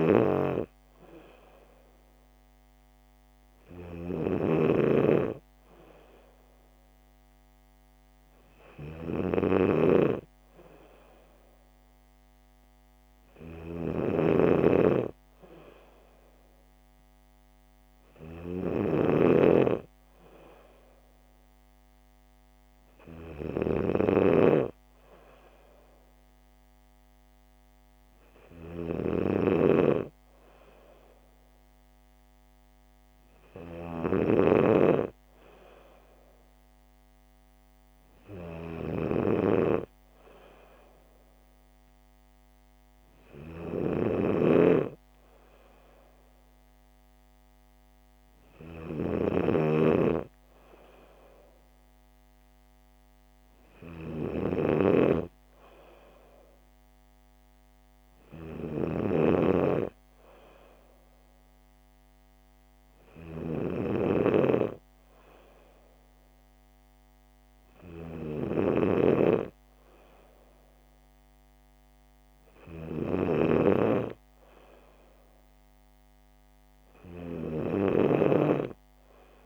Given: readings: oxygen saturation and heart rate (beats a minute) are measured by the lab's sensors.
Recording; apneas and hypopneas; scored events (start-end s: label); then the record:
breathing in sleep by a microphone on the trachea; none
0.00-39.50 s: snoring (device-marked)
49.50-79.46 s: snoring (device-marked)
From the record:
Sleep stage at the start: N2 (light sleep); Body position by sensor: on the back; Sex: female